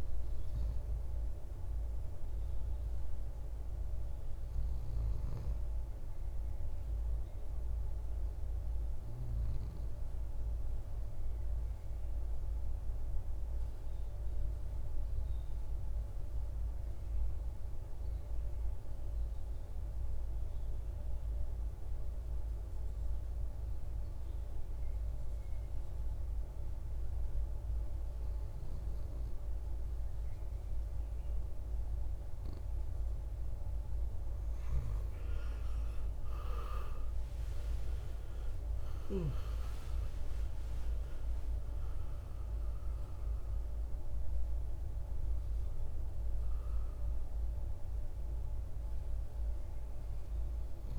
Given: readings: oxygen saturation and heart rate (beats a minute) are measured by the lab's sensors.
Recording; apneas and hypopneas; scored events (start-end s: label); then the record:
breathing in sleep, hard to hear, by a room microphone; 1
0.00-6.00 s: oxygen desaturation (device-marked, oxygen 85% lowest, heart rate 51 extreme)
7.00-50.99 s: new sleep stage, REM sleep
11.50-33.00 s: central apnea (oxygen 100% before, 88% lowest, heart rate 62 before, 51 extreme, up 24 after)
31.00-50.99 s: oxygen desaturation (device-marked, oxygen 97% before, 88% lowest, heart rate 54 before, 49 extreme)
37.00-43.00 s: arousal
From the record:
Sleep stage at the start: N2 (light sleep); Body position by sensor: on the right side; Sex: male